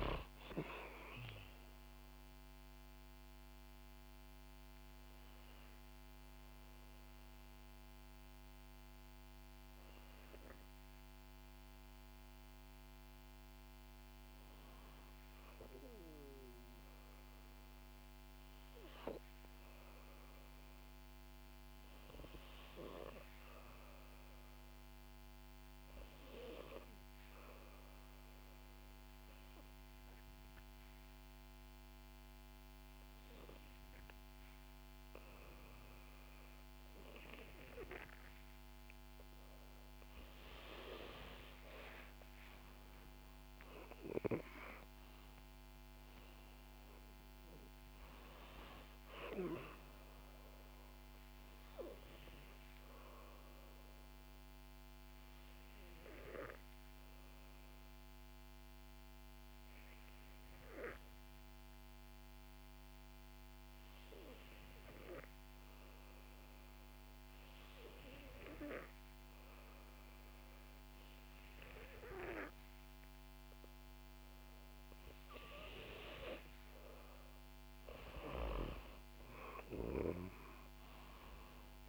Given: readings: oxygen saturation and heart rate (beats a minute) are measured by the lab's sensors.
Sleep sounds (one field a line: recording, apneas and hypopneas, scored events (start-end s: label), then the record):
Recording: breathing in sleep by a microphone on the trachea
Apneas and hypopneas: 2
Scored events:
29.00-39.50 s: obstructive apnea (oxygen 96% before, 91% lowest, heart rate 65 before, 56 extreme, up 14 after)
41.50-43.50 s: long interval between heartbeats (device-marked, heart rate 66 before, 75 extreme)
42.00-46.00 s: arousal
43.50-65.50 s: oxygen desaturation (device-marked, oxygen 94% before, 91% lowest, heart rate 67 before, 56 extreme)
54.00-74.00 s: obstructive apnea (oxygen 96% before, 91% lowest, heart rate 70 before, 56 extreme, up 10 after)
55.00-57.00 s: long interval between heartbeats (device-marked, heart rate 70 before, 63 extreme)
76.50-80.00 s: arousal
From the record:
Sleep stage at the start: N2 (light sleep)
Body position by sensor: on the back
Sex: female